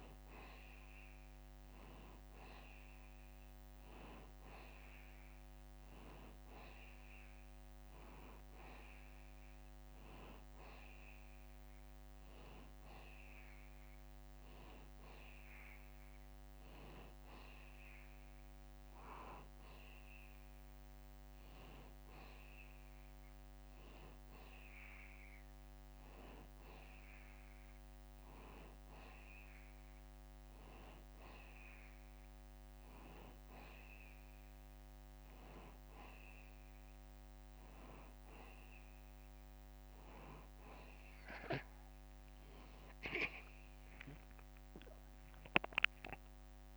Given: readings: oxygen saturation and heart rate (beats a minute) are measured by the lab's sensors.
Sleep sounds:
breathing in sleep by a microphone on the trachea; none
none scored
From the record:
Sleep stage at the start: N2 (light sleep); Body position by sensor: on the back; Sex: male

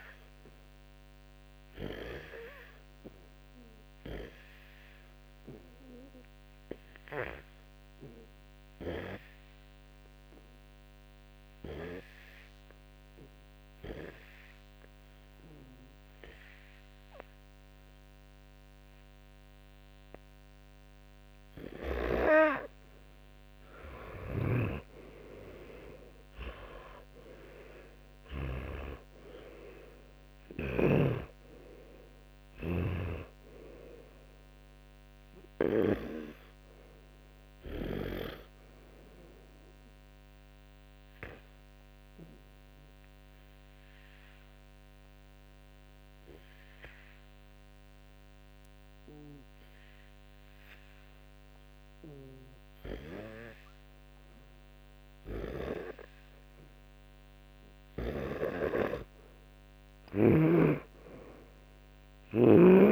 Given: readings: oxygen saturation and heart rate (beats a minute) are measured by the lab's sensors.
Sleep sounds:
breathing in sleep by a microphone on the trachea; 2
0.00-22.50 s: oxygen desaturation (device-marked, oxygen 91% lowest, heart rate 53 extreme)
7.50-22.00 s: hypopnea (oxygen 98% before, 91% lowest, heart rate 69 before, 53 extreme, up 28 after)
24.00-28.50 s: snoring (device-marked)
24.50-29.50 s: arousal
29.50-50.50 s: oxygen desaturation (device-marked, oxygen 97% before, 91% lowest, heart rate 62 before, 58 extreme)
42.00-53.00 s: obstructive apnea (oxygen 97% before, 89% lowest, heart rate 69 before, 58 extreme, up 4 after)
56.00-61.00 s: arousal
From the record:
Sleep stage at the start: N2 (light sleep); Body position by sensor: on the back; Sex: male

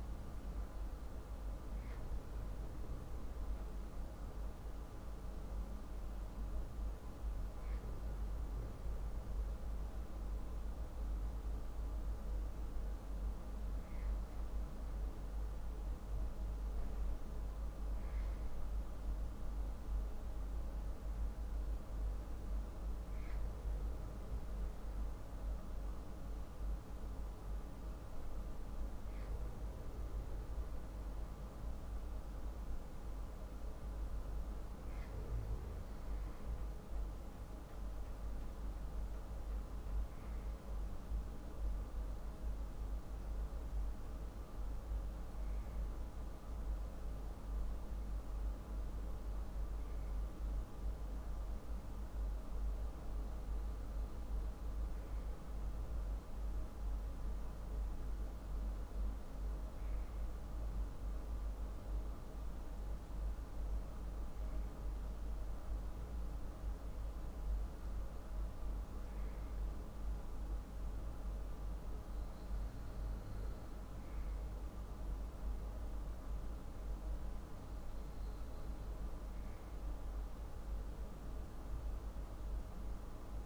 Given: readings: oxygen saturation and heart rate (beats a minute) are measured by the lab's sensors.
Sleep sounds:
breathing in sleep, hard to hear, by a room microphone; none
none scored
From the record:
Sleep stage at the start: REM sleep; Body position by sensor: on the back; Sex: male

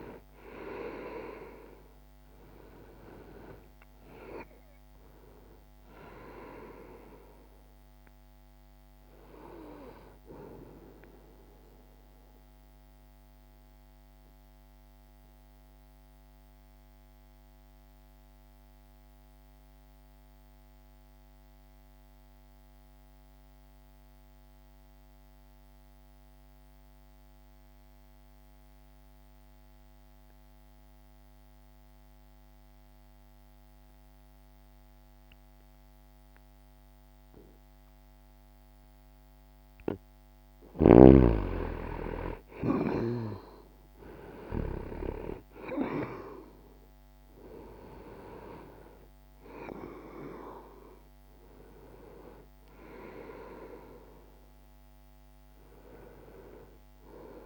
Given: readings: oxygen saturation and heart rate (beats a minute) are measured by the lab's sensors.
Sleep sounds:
breathing in sleep by a microphone on the trachea; 1
11.50-39.50 s: mixed apnea (oxygen 98% before, 84% lowest, heart rate 65 before, 60 extreme, up 0 after)
17.00-34.00 s: oxygen desaturation (device-marked, oxygen 95% before, 88% lowest, heart rate 64 before, 60 extreme)
41.00-45.50 s: arousal
41.00-57.46 s: oxygen desaturation (device-marked, oxygen 99% before, 84% lowest, heart rate 60 before, 60 extreme)
From the record:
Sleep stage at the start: N2 (light sleep); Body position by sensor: on the back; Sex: male

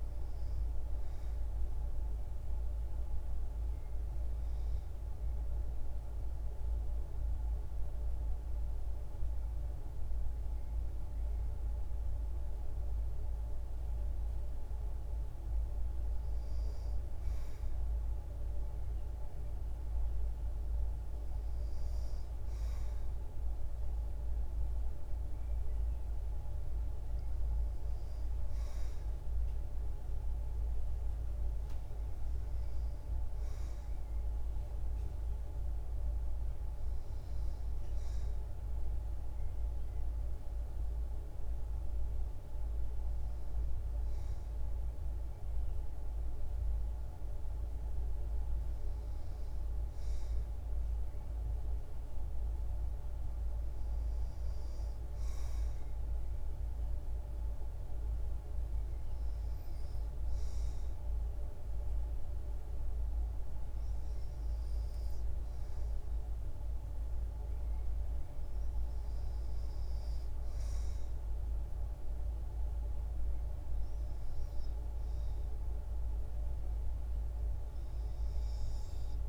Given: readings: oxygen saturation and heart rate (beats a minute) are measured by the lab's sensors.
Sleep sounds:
breathing in sleep, hard to hear, by a room microphone; none
none scored
From the record:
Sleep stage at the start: N2 (light sleep); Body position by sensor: on the back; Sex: female

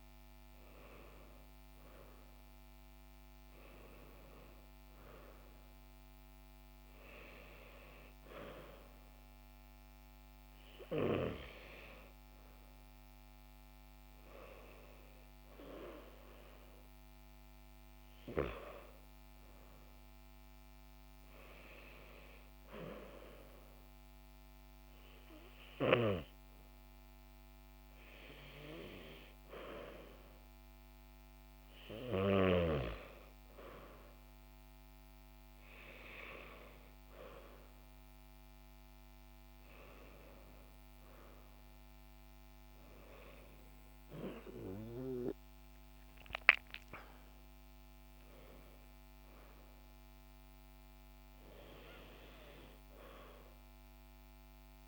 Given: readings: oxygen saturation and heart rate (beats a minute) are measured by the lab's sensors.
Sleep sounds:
breathing in sleep by a microphone on the trachea; none
none scored
From the record:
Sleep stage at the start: N2 (light sleep); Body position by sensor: on the back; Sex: female

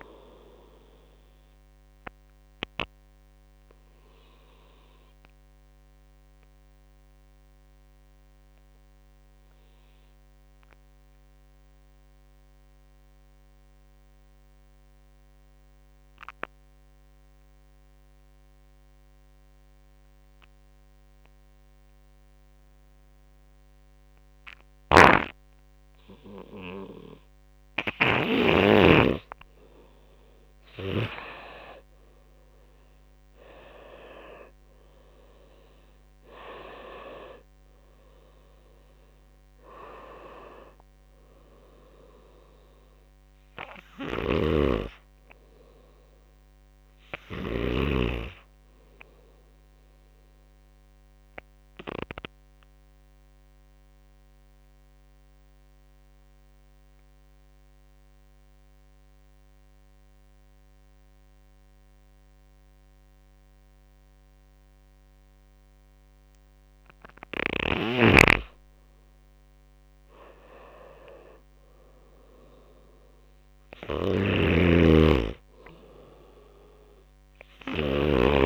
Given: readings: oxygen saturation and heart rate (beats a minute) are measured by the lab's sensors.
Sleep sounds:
breathing in sleep by a microphone on the trachea; 2
0.00-14.50 s: oxygen desaturation (device-marked, oxygen 88% lowest)
1.50-25.00 s: obstructive apnea (oxygen 99% before, 87% lowest)
24.00-30.50 s: snoring (device-marked)
26.50-28.50 s: drop in pulse transit time (device-marked)
28.50-49.50 s: oxygen desaturation (device-marked, oxygen 97% before, 87% lowest)
29.00-33.00 s: arousal
30.50-31.50 s: drop in pulse transit time (device-marked)
40.50 s: drop in pulse transit time (device-marked)
43.00-47.00 s: snoring (device-marked)
43.50-44.50 s: drop in pulse transit time (device-marked)
49.50-66.00 s: obstructive apnea (oxygen 97% before, 87% lowest)
68.50-78.46 s: oxygen desaturation (device-marked, oxygen 99% before, 90% lowest)
69.00-72.50 s: arousal
73.00-78.46 s: snoring (device-marked)
From the record:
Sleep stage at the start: N2 (light sleep); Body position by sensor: on the right side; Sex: male

